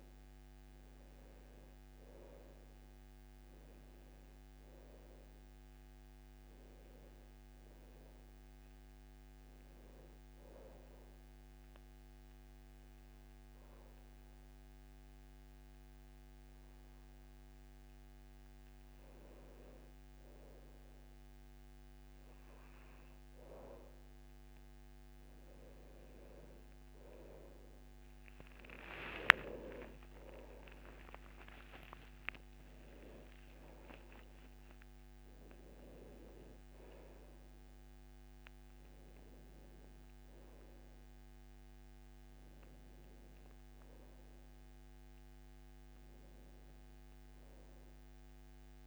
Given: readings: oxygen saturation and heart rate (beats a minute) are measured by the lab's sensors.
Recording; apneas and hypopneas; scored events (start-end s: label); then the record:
breathing in sleep by a microphone on the trachea; 1
0.00-1.50 s: arousal
0.00-13.50 s: oxygen desaturation (device-marked, oxygen 91% lowest, heart rate 65 extreme)
9.50-24.50 s: hypopnea (oxygen 97% before, 91% lowest, heart rate 73 before, 65 extreme)
27.00-31.00 s: arousal
27.50-48.50 s: oxygen desaturation (device-marked, oxygen 97% before, 91% lowest, heart rate 74 before, 64 extreme)
From the record:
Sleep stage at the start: N2 (light sleep); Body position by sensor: on the back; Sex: male